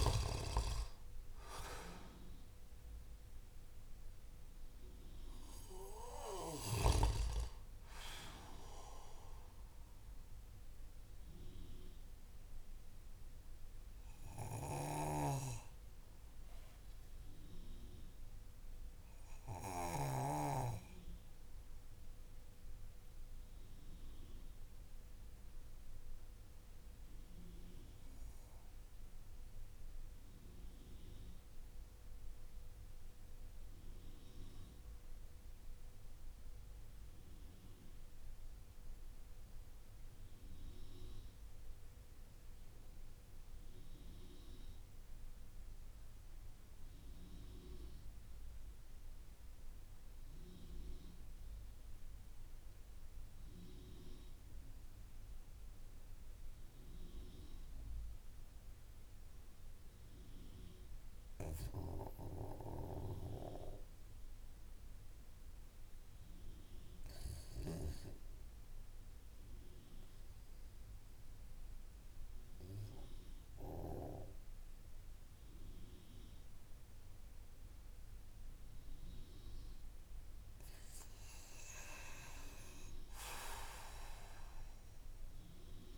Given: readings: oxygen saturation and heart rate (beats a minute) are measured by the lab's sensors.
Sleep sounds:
breathing in sleep by a room microphone; 1
0.00-21.00 s: oxygen desaturation (device-marked, oxygen 85% lowest)
9.50-81.50 s: obstructive apnea (oxygen 93% before, 84% lowest)
14.50-20.00 s: snoring (device-marked)
41.00-85.98 s: oxygen desaturation (device-marked, oxygen 99% before, 84% lowest)
48.00-85.98 s: new sleep stage, REM sleep
83.00-85.98 s: arousal
From the record:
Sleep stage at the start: N2 (light sleep); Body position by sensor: on the back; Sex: male

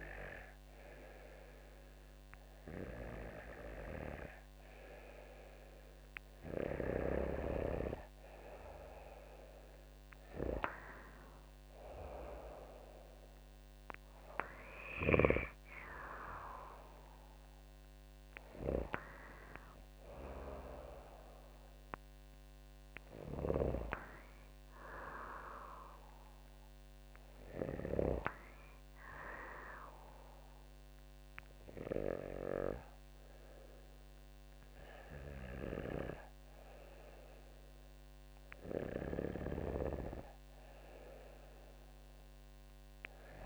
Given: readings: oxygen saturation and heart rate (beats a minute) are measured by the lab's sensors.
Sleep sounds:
breathing in sleep by a microphone on the trachea; none
0.00-1.50 s: arousal
2.00-30.00 s: oxygen desaturation (device-marked, oxygen 96% before, 89% lowest, heart rate 51 before, 54 extreme)
From the record:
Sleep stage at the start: N2 (light sleep); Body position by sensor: on the back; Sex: female

